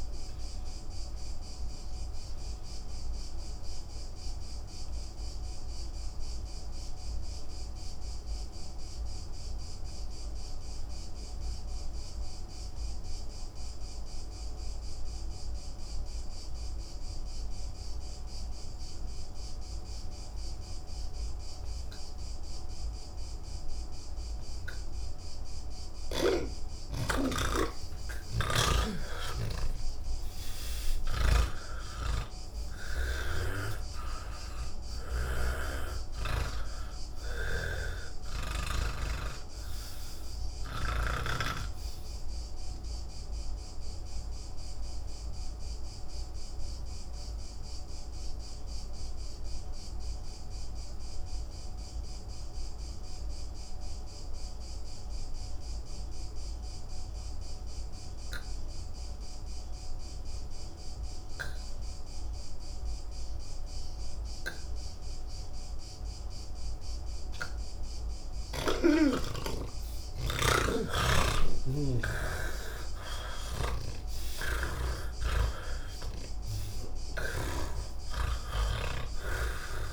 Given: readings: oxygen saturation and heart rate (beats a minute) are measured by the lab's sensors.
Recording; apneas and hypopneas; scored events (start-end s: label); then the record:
breathing in sleep by a room microphone; 2
0.00-11.50 s: oxygen desaturation (device-marked, oxygen 75% lowest, heart rate 79 extreme)
0.50-24.00 s: obstructive apnea (oxygen 97% before, 75% lowest, heart rate 171 before, 79 extreme, up 50 after)
13.50-57.50 s: oxygen desaturation (device-marked, oxygen 99% before, 77% lowest, heart rate 131 before, 39 extreme)
33.50-41.50 s: snoring (device-marked)
45.00-68.00 s: mixed apnea (oxygen 98% before, 77% lowest, heart rate 120 before, 39 extreme)
59.50-79.93 s: oxygen desaturation (device-marked, oxygen 98% before, 78% lowest, heart rate 112 before, 73 extreme)
76.00-79.93 s: snoring (device-marked)
From the record:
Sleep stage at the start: N3 (deep sleep); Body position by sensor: on the back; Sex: male